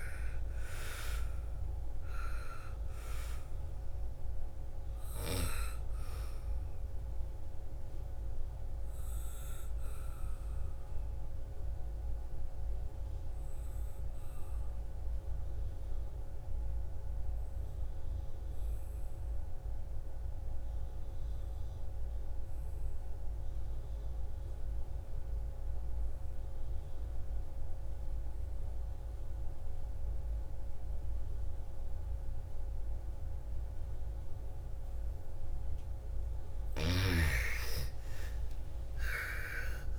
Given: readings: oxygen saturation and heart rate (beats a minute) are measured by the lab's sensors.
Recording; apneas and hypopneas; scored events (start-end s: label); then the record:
breathing in sleep by a room microphone; 1
0.00-17.50 s: oxygen desaturation (device-marked, oxygen 83% lowest, heart rate 54 extreme)
7.50-35.50 s: obstructive apnea (oxygen 99% before, 79% lowest, heart rate 63 before, 54 extreme, up 13 after)
31.50-39.99 s: oxygen desaturation (device-marked, oxygen 99% before, 79% lowest, heart rate 57 before, 55 extreme)
37.00-39.99 s: arousal
From the record:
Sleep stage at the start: N2 (light sleep); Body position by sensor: on the back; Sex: female